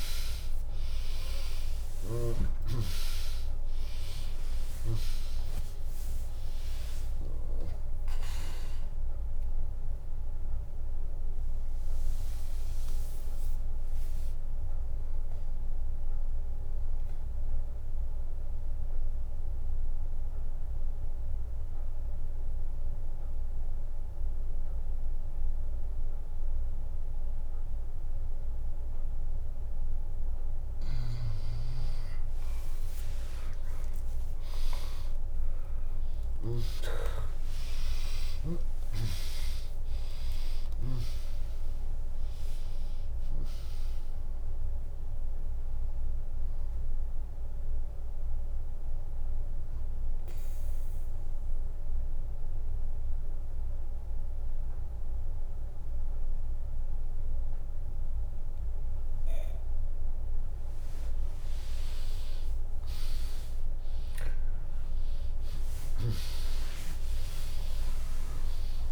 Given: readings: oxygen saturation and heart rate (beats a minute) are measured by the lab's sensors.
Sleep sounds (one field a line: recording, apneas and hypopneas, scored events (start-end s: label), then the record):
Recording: breathing in sleep by a room microphone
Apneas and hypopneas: 2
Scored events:
0.00-6.00 s: arousal
1.50-13.50 s: drop in pulse transit time (device-marked, heart rate 72 before, 63 extreme)
4.50-25.50 s: oxygen desaturation (device-marked, oxygen 100% before, 95% lowest, heart rate 70 before, 61 extreme)
9.50-29.50 s: obstructive apnea (oxygen 100% before, 95% lowest, heart rate 71 before, 61 extreme, up 45 after)
31.50-42.50 s: tachycardia (device-marked, heart rate 78 before, 146 extreme)
33.00-38.00 s: arousal
33.50-38.00 s: snoring (device-marked)
35.00-37.00 s: long interval between heartbeats (device-marked, heart rate 65 before, 106 extreme)
37.50-49.50 s: drop in pulse transit time (device-marked, heart rate 71 before, 83 extreme)
39.50-56.50 s: oxygen desaturation (device-marked, oxygen 99% before, 95% lowest, heart rate 78 before, 62 extreme)
40.00-42.00 s: long interval between heartbeats (device-marked, heart rate 78 before, 129 extreme)
47.00-60.50 s: obstructive apnea (oxygen 100% before, 95% lowest, heart rate 98 before, 62 extreme)
62.50-68.00 s: arousal
From the record:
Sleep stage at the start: N2 (light sleep)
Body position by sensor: on the back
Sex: female